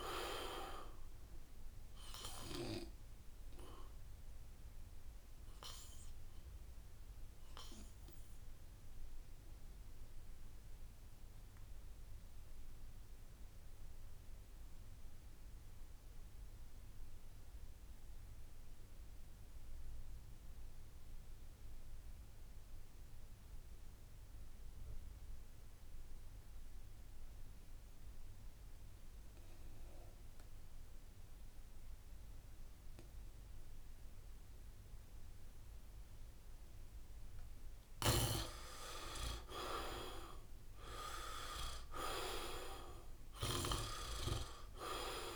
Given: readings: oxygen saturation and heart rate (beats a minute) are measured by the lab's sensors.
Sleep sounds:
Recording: breathing in sleep by a room microphone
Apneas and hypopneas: 1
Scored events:
0.00-19.00 s: oxygen desaturation (device-marked, oxygen 75% lowest, heart rate 67 extreme)
4.50-36.50 s: obstructive apnea (oxygen 95% before, 75% lowest, heart rate 74 before, 67 extreme, up 8 after)
26.00-45.36 s: oxygen desaturation (device-marked, oxygen 97% before, 75% lowest, heart rate 69 before, 67 extreme)
29.50-31.50 s: long interval between heartbeats (device-marked, heart rate 69 before, 75 extreme)
32.00-34.00 s: long interval between heartbeats (device-marked, heart rate 69 before, 75 extreme)
39.00-42.50 s: arousal
From the record:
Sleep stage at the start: N2 (light sleep)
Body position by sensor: on the back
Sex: male

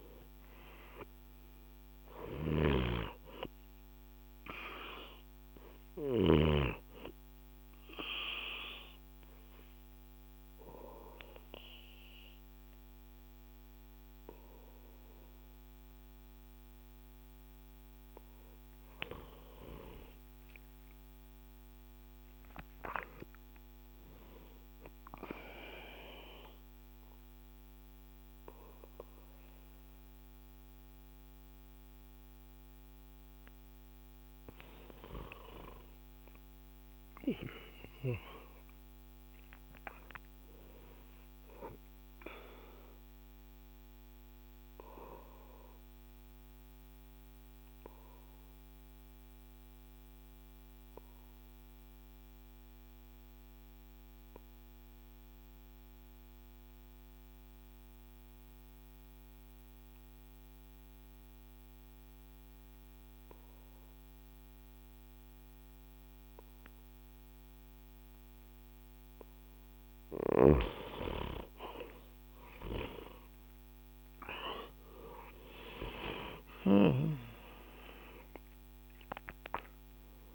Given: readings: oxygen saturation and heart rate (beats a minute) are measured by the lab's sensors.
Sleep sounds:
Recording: breathing in sleep by a microphone on the trachea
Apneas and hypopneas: 2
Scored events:
0.00-22.50 s: oxygen desaturation (device-marked, oxygen 91% lowest, heart rate 58 extreme)
1.00-5.50 s: snoring (device-marked)
6.00-18.50 s: obstructive apnea (oxygen 96% before, 91% lowest, heart rate 71 before, 61 extreme, up 15 after)
20.50-25.00 s: arousal
41.00-67.50 s: obstructive apnea (oxygen 97% before, 89% lowest, heart rate 68 before, 57 extreme, up 10 after)
70.00-76.00 s: arousal
From the record:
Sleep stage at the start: N2 (light sleep)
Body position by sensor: on the back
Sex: male

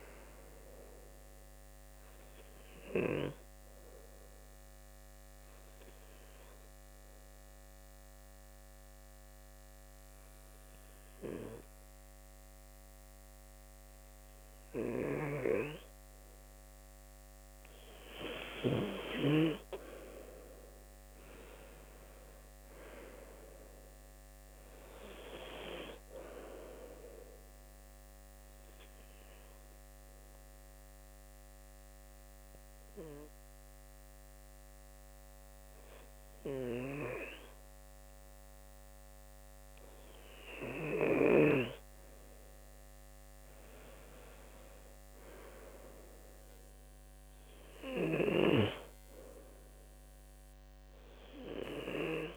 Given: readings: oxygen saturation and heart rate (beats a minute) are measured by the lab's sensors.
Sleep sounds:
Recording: breathing in sleep by a microphone on the trachea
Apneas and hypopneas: 2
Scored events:
3.00-14.00 s: obstructive apnea (oxygen 95% before, 90% lowest, heart rate 72 before, 68 extreme, up 4 after)
15.00-24.00 s: oxygen desaturation (device-marked, oxygen 95% before, 90% lowest, heart rate 71 before, 70 extreme)
17.00-21.50 s: arousal
27.50-39.50 s: obstructive apnea (oxygen 96% before, 91% lowest, heart rate 71 before, 66 extreme, up 6 after)
42.50-46.00 s: arousal
From the record:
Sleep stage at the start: N2 (light sleep)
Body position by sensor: on the left side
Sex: male

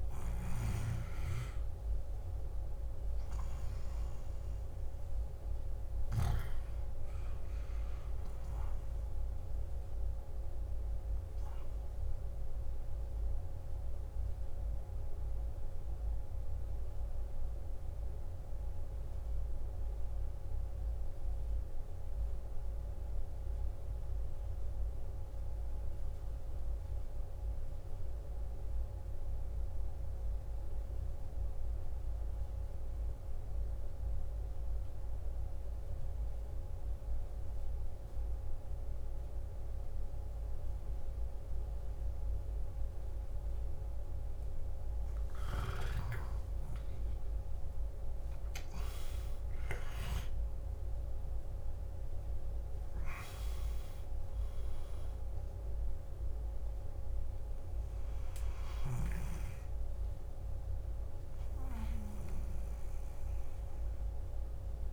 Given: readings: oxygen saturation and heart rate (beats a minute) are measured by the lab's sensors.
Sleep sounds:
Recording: breathing in sleep by a room microphone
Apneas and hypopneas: 1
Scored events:
0.00-16.00 s: oxygen desaturation (device-marked, oxygen 91% lowest, heart rate 51 extreme)
13.00-44.00 s: obstructive apnea (oxygen 96% before, 90% lowest, heart rate 62 before, 51 extreme, up 15 after)
36.00-64.93 s: oxygen desaturation (device-marked, oxygen 97% before, 90% lowest, heart rate 52 before, 51 extreme)
45.50-50.00 s: arousal
From the record:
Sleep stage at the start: N2 (light sleep)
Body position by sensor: on the left side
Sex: male

